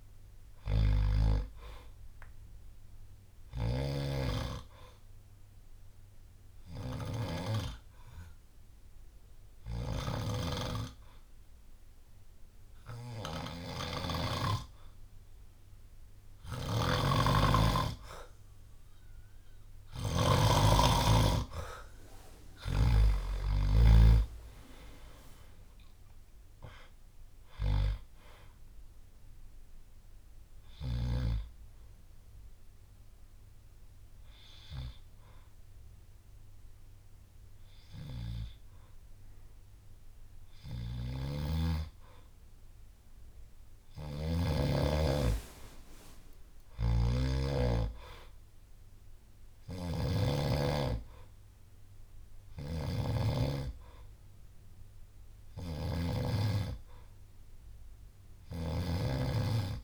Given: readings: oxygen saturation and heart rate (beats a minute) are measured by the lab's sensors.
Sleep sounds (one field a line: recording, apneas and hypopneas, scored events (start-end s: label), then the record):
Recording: breathing in sleep by a room microphone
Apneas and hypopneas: 2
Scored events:
0.00-7.00 s: drop in pulse transit time (device-marked, heart rate 60 extreme)
3.00-23.00 s: snoring (device-marked)
4.00-7.00 s: bradycardia (device-marked, heart rate 64 before, 60 extreme)
4.50-18.00 s: hypopnea (oxygen 95% before, 91% lowest, heart rate 64 before, 55 extreme, up 11 after)
22.00-42.00 s: oxygen desaturation (device-marked, oxygen 97% before, 91% lowest, heart rate 61 before, 55 extreme)
23.00-26.50 s: arousal
25.00-35.00 s: drop in pulse transit time (device-marked, heart rate 61 before, 56 extreme)
30.00-40.00 s: bradycardia (device-marked, heart rate 64 before, 55 extreme)
31.50-42.50 s: hypopnea (oxygen 97% before, 91% lowest, heart rate 65 before, 56 extreme, up 13 after)
40.50-56.00 s: snoring (device-marked)
45.50-49.50 s: arousal
51.00-59.84 s: bradycardia (device-marked, heart rate 64 before, 57 extreme)
58.00-59.84 s: snoring (device-marked)
From the record:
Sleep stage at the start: N2 (light sleep)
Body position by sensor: on the back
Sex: male